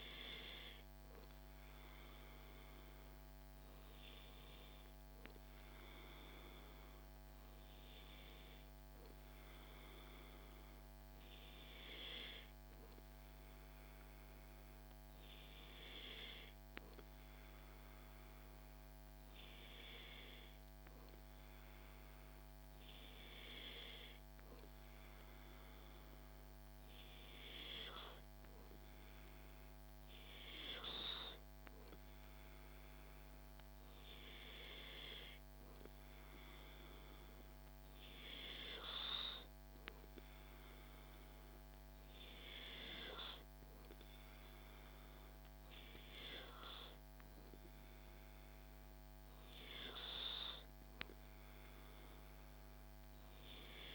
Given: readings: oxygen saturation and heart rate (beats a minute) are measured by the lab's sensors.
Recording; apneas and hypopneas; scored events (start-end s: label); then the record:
breathing in sleep by a microphone on the trachea; none
none scored
From the record:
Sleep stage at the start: N2 (light sleep); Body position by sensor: on the back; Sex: male